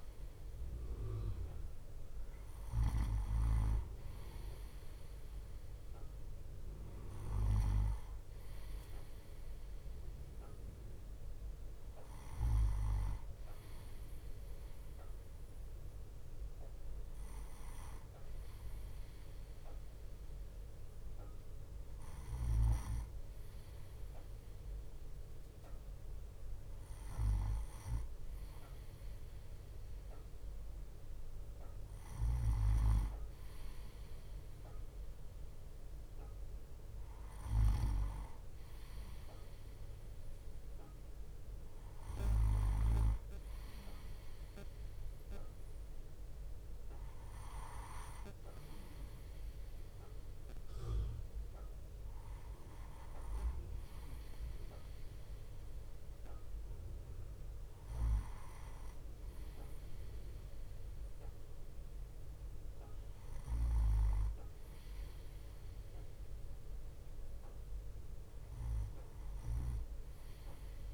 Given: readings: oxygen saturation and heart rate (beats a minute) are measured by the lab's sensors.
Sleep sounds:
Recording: breathing in sleep by a room microphone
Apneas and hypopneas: none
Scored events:
0.00-3.00 s: snoring (device-marked)
From the record:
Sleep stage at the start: N2 (light sleep)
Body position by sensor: on the right side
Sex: male

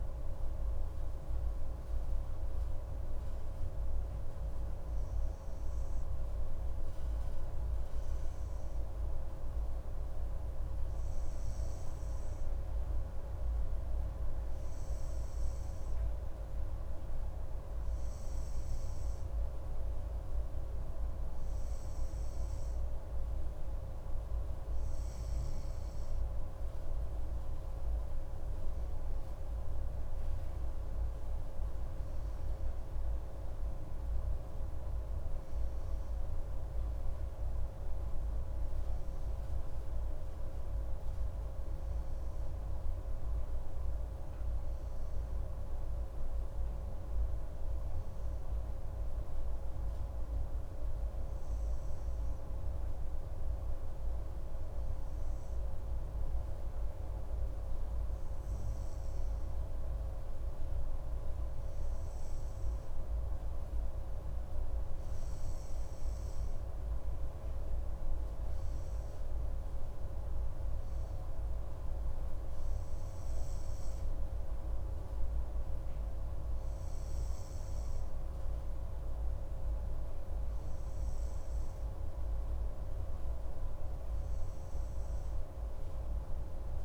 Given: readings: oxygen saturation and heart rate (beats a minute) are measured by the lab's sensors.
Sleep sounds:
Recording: breathing in sleep, hard to hear, by a room microphone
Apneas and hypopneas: none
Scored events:
29.50-35.00 s: arousal
From the record:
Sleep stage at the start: N2 (light sleep)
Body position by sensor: on the right side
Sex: male

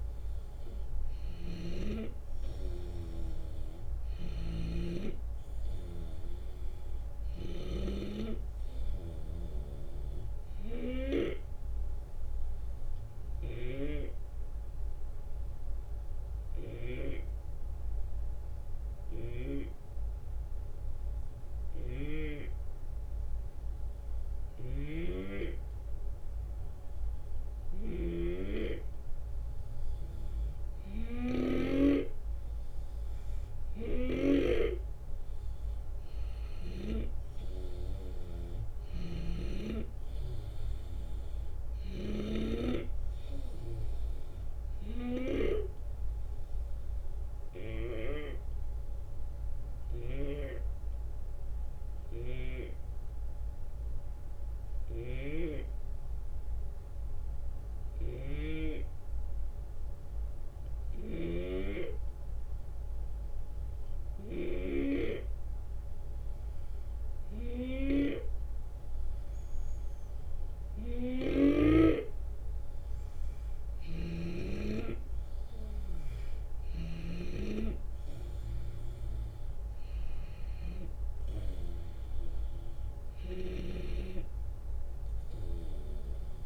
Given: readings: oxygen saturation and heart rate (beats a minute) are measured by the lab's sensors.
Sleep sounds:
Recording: breathing in sleep by a room microphone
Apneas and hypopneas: 2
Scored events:
0.00-4.00 s: arousal
3.50-7.50 s: snoring (device-marked)
12.00-27.00 s: obstructive apnea (oxygen 95% before, 91% lowest, heart rate 77 before, 71 extreme, up 4 after)
18.50-22.00 s: snoring (device-marked)
24.00-31.50 s: snoring (device-marked)
33.00-37.50 s: arousal
38.50-42.00 s: snoring (device-marked)
44.50-64.50 s: obstructive apnea (oxygen 95% before, 90% lowest, heart rate 75 before, 73 extreme, up 1 after)
49.50-64.00 s: snoring (device-marked)
70.50-74.00 s: snoring (device-marked)
74.50-79.50 s: arousal
76.00-80.50 s: snoring (device-marked)
82.50-86.46 s: snoring (device-marked)
From the record:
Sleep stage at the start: REM sleep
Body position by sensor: on the left side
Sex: male

